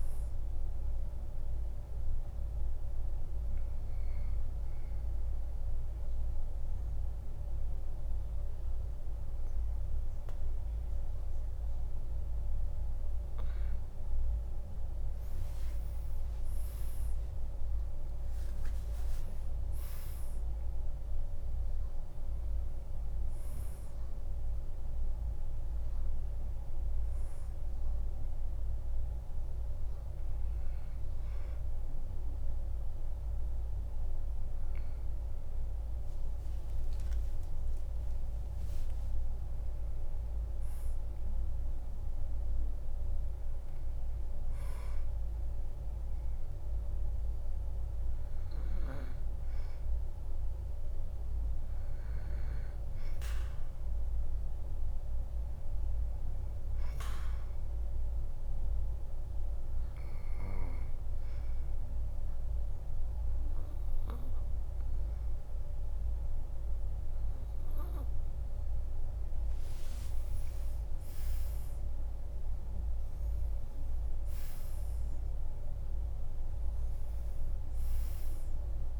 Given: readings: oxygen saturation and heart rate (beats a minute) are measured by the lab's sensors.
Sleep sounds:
breathing in sleep, hard to hear, by a room microphone; 2
0.00-7.50 s: oxygen desaturation (device-marked, oxygen 94% lowest, heart rate 48 extreme)
1.00-13.50 s: obstructive apnea (oxygen 99% before, 94% lowest, heart rate 58 before, 48 extreme, up 24 after)
16.50-21.00 s: arousal
19.00-21.00 s: long interval between heartbeats (device-marked, heart rate 52 before, 69 extreme)
37.00-39.00 s: long interval between heartbeats (device-marked, heart rate 59 before, 67 extreme)
39.00-43.00 s: arousal
58.00-69.00 s: obstructive apnea (oxygen 98% before, 92% lowest, heart rate 61 before, 47 extreme, up 11 after)
68.50-79.00 s: oxygen desaturation (device-marked, oxygen 97% before, 93% lowest, heart rate 51 before, 47 extreme)
71.00-75.00 s: arousal
From the record:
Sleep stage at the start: N2 (light sleep); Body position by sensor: on the back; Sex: male

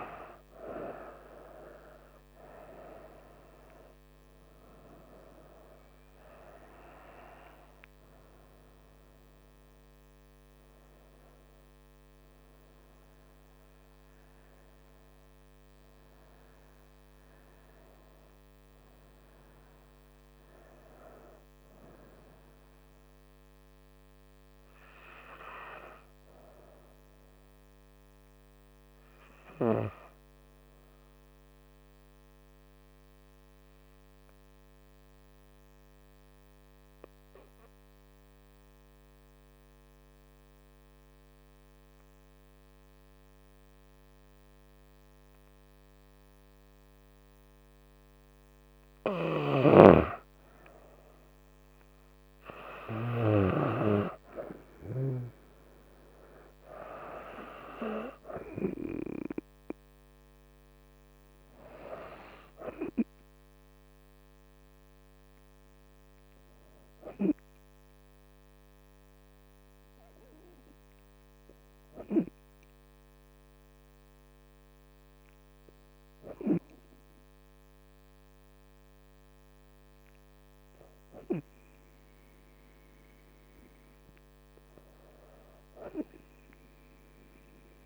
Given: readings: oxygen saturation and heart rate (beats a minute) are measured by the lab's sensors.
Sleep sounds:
breathing in sleep by a microphone on the trachea; 2
6.00-9.50 s: arousal
35.00-48.50 s: obstructive apnea (oxygen 96% before, 93% lowest, heart rate 71 before, 67 extreme, up 5 after)
50.50-53.50 s: arousal
65.00-81.50 s: hypopnea (oxygen 99% before, 93% lowest, heart rate 71 before, 66 extreme, up 2 after)
66.00-85.00 s: oxygen desaturation (device-marked, oxygen 96% before, 93% lowest, heart rate 71 before, 65 extreme)
From the record:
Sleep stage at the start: N2 (light sleep); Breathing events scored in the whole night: 398 in 5.7 hours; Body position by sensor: on the front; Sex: female

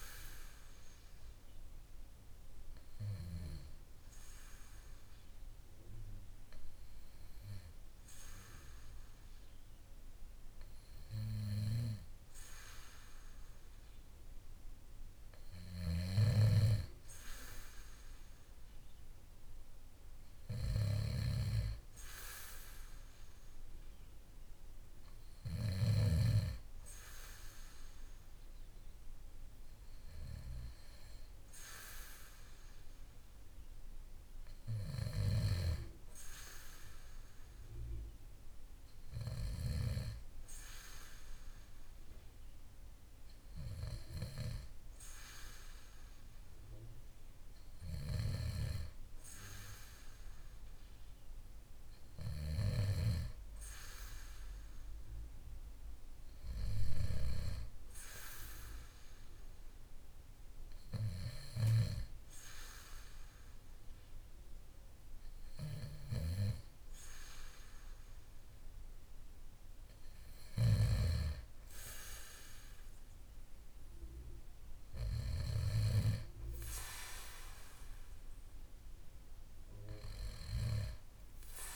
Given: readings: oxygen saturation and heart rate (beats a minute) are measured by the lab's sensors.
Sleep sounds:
breathing in sleep by a room microphone; none
none scored
From the record:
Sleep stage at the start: N2 (light sleep); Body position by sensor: on the back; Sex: male

